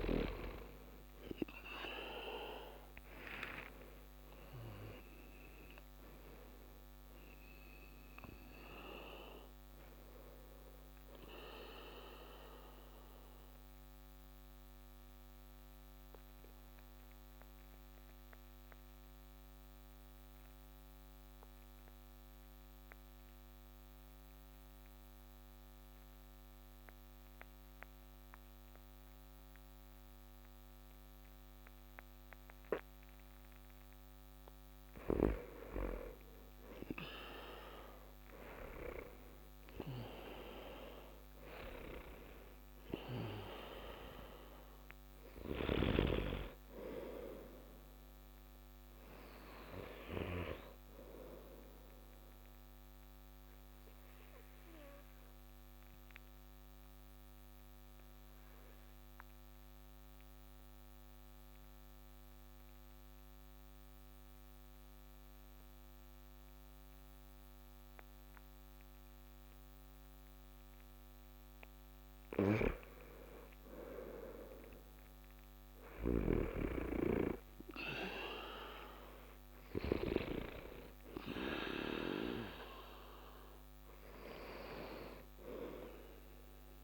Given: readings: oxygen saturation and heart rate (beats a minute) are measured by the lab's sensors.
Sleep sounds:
breathing in sleep by a microphone on the trachea; 2
0.00-1.00 s: arousal
12.00-31.00 s: oxygen desaturation (device-marked, oxygen 97% before, 93% lowest)
13.50-32.50 s: mixed apnea (oxygen 98% before, 91% lowest)
35.00-40.50 s: arousal
43.00-67.00 s: oxygen desaturation (device-marked, oxygen 97% before, 91% lowest)
51.00-70.50 s: obstructive apnea (oxygen 97% before, 91% lowest)
72.00-76.00 s: arousal
75.00-79.50 s: snoring (device-marked)
From the record:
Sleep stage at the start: N2 (light sleep); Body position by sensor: on the back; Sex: male

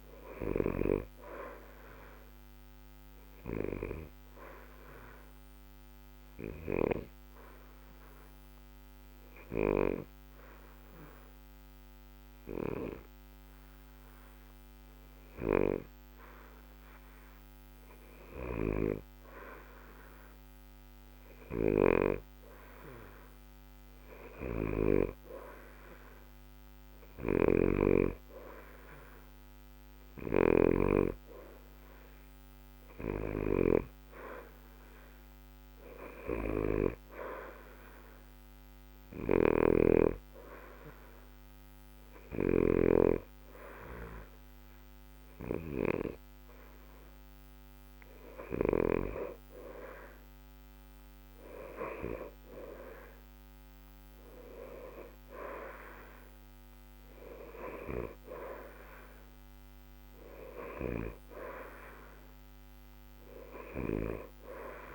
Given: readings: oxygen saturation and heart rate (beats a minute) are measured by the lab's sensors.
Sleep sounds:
breathing in sleep by a microphone on the trachea; 2
0.00-15.00 s: oxygen desaturation (device-marked, oxygen 88% lowest, heart rate 60 extreme)
2.00-15.50 s: obstructive apnea (oxygen 92% before, 88% lowest, heart rate 60 before, 60 extreme, up 0 after)
18.00-21.50 s: arousal
37.00-49.50 s: obstructive apnea (oxygen 93% before, 88% lowest, heart rate 60 before, 60 extreme, up 0 after)
53.00-57.50 s: arousal
From the record:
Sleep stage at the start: N2 (light sleep); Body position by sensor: on the back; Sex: male

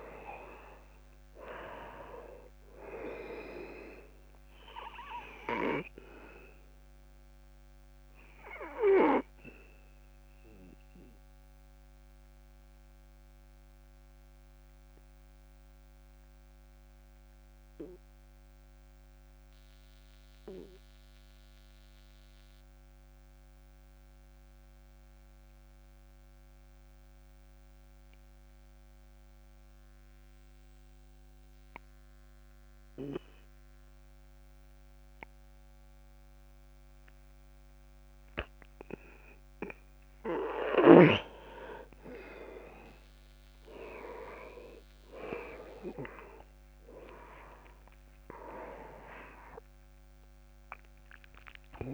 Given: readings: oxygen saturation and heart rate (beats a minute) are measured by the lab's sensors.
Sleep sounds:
breathing in sleep by a microphone on the trachea; 1
0.00-26.50 s: oxygen desaturation (device-marked, oxygen 89% lowest, heart rate 31 extreme)
4.50-39.50 s: obstructive apnea (oxygen 99% before, 89% lowest, heart rate 56 before, 28 extreme, up 9 after)
44.50-48.50 s: arousal
44.50-51.94 s: oxygen desaturation (device-marked, oxygen 98% before, 89% lowest, heart rate 48 before, 27 extreme)
From the record:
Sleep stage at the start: N2 (light sleep); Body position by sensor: on the back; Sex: male

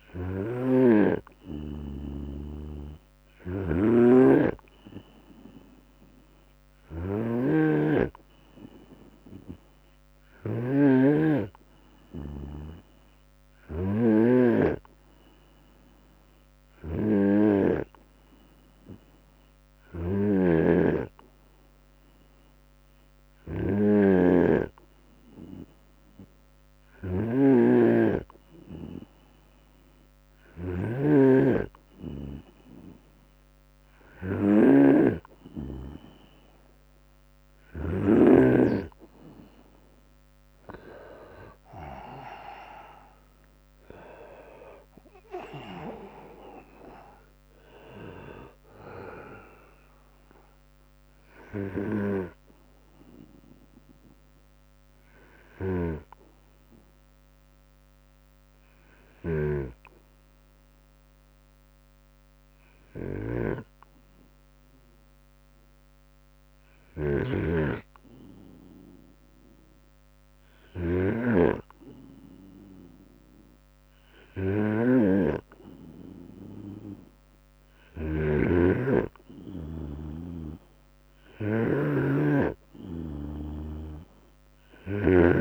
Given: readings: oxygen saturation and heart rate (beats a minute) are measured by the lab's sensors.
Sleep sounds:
breathing in sleep by a microphone on the trachea; 1
0.00-37.50 s: snoring (device-marked)
35.00-56.00 s: drop in pulse transit time (device-marked, heart rate 74 before, 71 extreme)
38.00-52.00 s: oxygen desaturation (device-marked, oxygen 96% before, 93% lowest, heart rate 73 before, 65 extreme)
41.00-45.00 s: arousal
42.00-44.00 s: long interval between heartbeats (device-marked, heart rate 74 before, 85 extreme)
52.00-54.00 s: long interval between heartbeats (device-marked, heart rate 78 before, 71 extreme)
55.00-69.50 s: hypopnea (oxygen 97% before, 94% lowest, heart rate 80 before, 65 extreme, up 12 after)
66.00-70.50 s: snoring (device-marked)
72.00-75.00 s: arousal
77.00-85.41 s: snoring (device-marked)
From the record:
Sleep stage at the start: N2 (light sleep); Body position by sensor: on the right side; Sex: male

